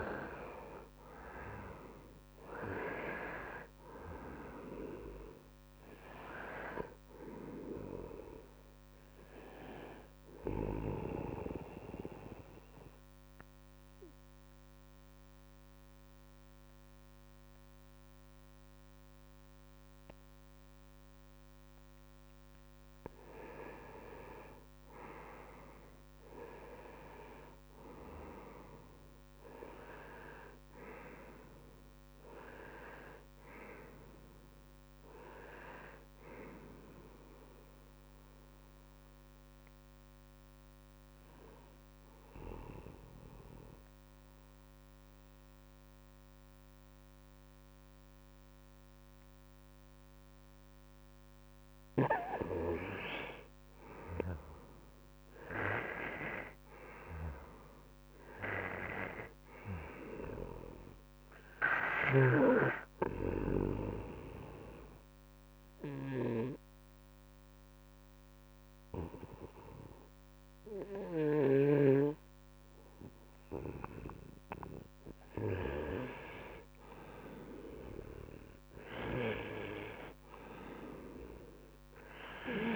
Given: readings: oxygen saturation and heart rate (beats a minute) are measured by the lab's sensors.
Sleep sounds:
breathing in sleep by a microphone on the trachea; 3
0.00-1.50 s: arousal
4.00-24.00 s: oxygen desaturation (device-marked, oxygen 96% before, 89% lowest, heart rate 73 before, 69 extreme)
11.00-22.50 s: obstructive apnea (oxygen 96% before, 89% lowest, heart rate 74 before, 70 extreme, up 15 after)
25.50-29.50 s: arousal
37.00-52.00 s: obstructive apnea (oxygen 98% before, 91% lowest, heart rate 76 before, 69 extreme, up 4 after)
44.00-53.00 s: oxygen desaturation (device-marked, oxygen 98% before, 93% lowest, heart rate 77 before, 69 extreme)
54.00-57.00 s: arousal
62.50-74.00 s: obstructive apnea (oxygen 98% before, 90% lowest, heart rate 71 before, 68 extreme, up 3 after)
66.00-82.00 s: oxygen desaturation (device-marked, oxygen 98% before, 91% lowest, heart rate 71 before, 68 extreme)
78.00-82.00 s: arousal
From the record:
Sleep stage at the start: N2 (light sleep); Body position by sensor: on the right side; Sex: male

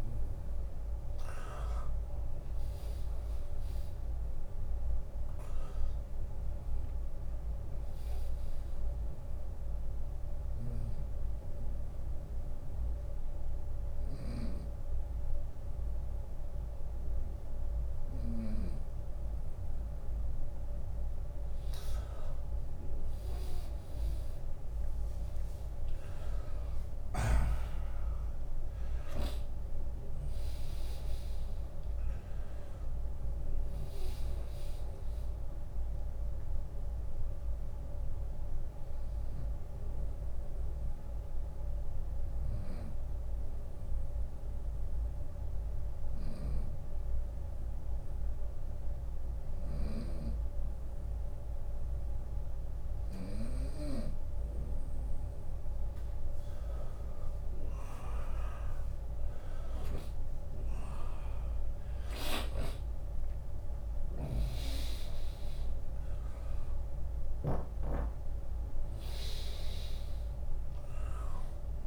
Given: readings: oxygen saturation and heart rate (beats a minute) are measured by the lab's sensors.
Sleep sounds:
breathing in sleep by a room microphone; 2
8.50-20.50 s: mixed apnea (oxygen 100% before, 97% lowest, heart rate 82 before, 67 extreme, up 13 after)
20.50-22.50 s: long interval between heartbeats (device-marked, heart rate 77 before, 72 extreme)
23.50-27.00 s: arousal
25.00-35.00 s: drop in pulse transit time (device-marked, heart rate 75 before, 76 extreme)
26.00-28.00 s: long interval between heartbeats (device-marked, heart rate 74 before, 78 extreme)
38.50-53.00 s: obstructive apnea (oxygen 100% before, 97% lowest, heart rate 76 before, 70 extreme, up 12 after)
45.00-54.50 s: snoring (device-marked)
55.50-57.50 s: long interval between heartbeats (device-marked, heart rate 75 before, 82 extreme)
59.00-62.00 s: arousal
59.00-71.87 s: drop in pulse transit time (device-marked, heart rate 77 before, 77 extreme)
63.00-71.87 s: oxygen desaturation (device-marked, oxygen 100% before, 97% lowest, heart rate 77 before, 65 extreme)
From the record:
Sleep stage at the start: N2 (light sleep); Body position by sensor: on the right side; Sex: male

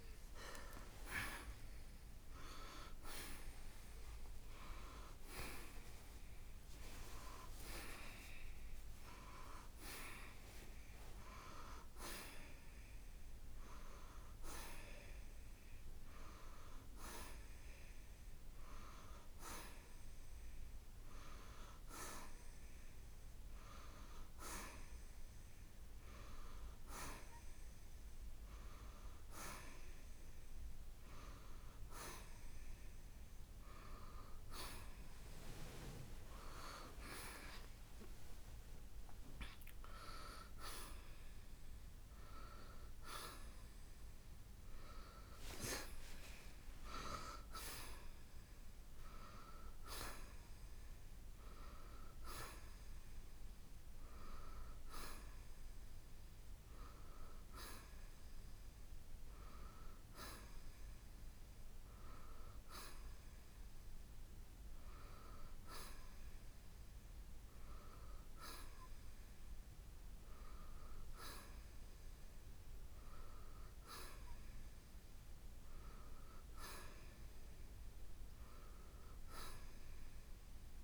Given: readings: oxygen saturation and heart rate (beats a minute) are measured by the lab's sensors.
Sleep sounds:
a person partly awake in a sleep study, by a room microphone; none
0.50-80.84 s: new sleep stage, N1 (lightest sleep)
41.50-47.00 s: arousal
From the record:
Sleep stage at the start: awake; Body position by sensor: on the right side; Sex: male

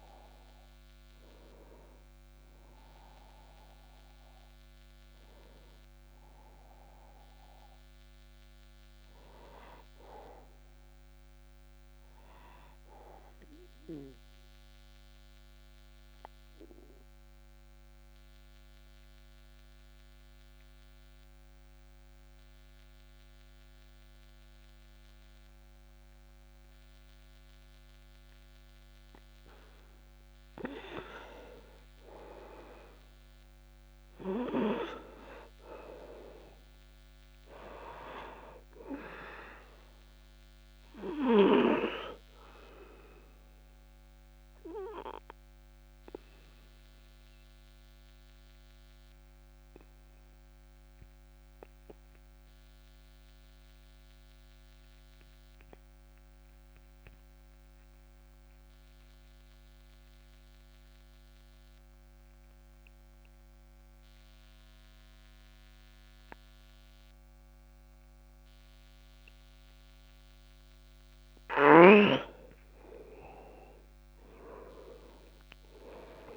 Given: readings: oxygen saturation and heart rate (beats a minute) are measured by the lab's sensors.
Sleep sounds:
breathing in sleep by a microphone on the trachea; 2
0.00-14.50 s: oxygen desaturation (device-marked, oxygen 93% lowest, heart rate 28 extreme)
10.50-30.50 s: obstructive apnea (oxygen 98% before, 92% lowest)
32.00-35.00 s: arousal
36.50-59.50 s: oxygen desaturation (device-marked, oxygen 98% before, 94% lowest)
43.00-71.50 s: obstructive apnea (oxygen 99% before, 91% lowest)
73.50-76.37 s: arousal
From the record:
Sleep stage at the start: N2 (light sleep); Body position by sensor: on the back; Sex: male

